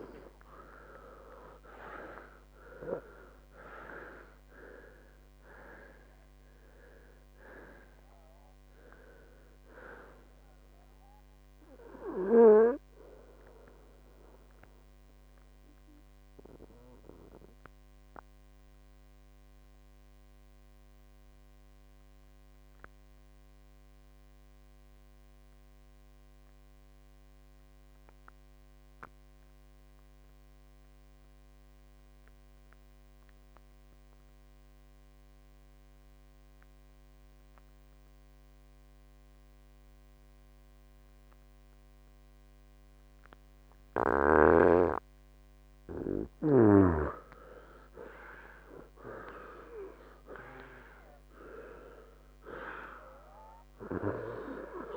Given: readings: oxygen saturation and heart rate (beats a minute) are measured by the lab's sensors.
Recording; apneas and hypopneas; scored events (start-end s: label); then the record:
breathing in sleep by a microphone on the trachea; 1
0.00-31.50 s: oxygen desaturation (device-marked, oxygen 84% lowest, heart rate 62 extreme)
0.50-5.00 s: arousal
14.50-45.50 s: mixed apnea (oxygen 97% before, 84% lowest, heart rate 74 before, 55 extreme, up 17 after)
20.00-22.00 s: long interval between heartbeats (device-marked, heart rate 76 before, 65 extreme)
47.00-50.50 s: arousal
49.50-54.97 s: oxygen desaturation (device-marked, oxygen 97% before, 89% lowest, heart rate 65 before, 55 extreme)
From the record:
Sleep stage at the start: N2 (light sleep); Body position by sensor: on the right side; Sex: male